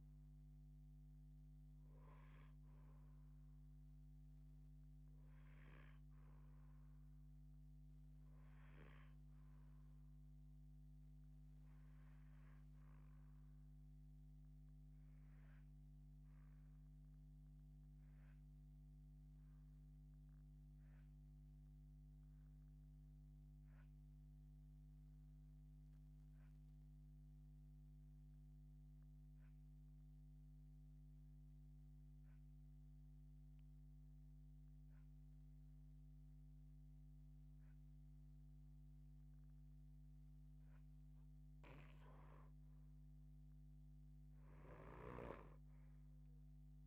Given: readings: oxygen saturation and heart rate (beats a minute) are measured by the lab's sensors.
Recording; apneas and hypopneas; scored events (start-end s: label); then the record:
breathing in sleep, hard to hear, by a microphone on the trachea; 1
0.00-17.50 s: oxygen desaturation (device-marked, oxygen 74% lowest)
14.50-40.50 s: hypopnea (oxygen 78% before, 74% lowest, heart rate 133 before, 25 extreme)
29.50-46.87 s: oxygen desaturation (device-marked, oxygen 94% before, 74% lowest)
42.50-46.87 s: arousal
44.00-46.87 s: snoring (device-marked)
From the record:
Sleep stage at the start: REM sleep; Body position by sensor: on the left side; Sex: female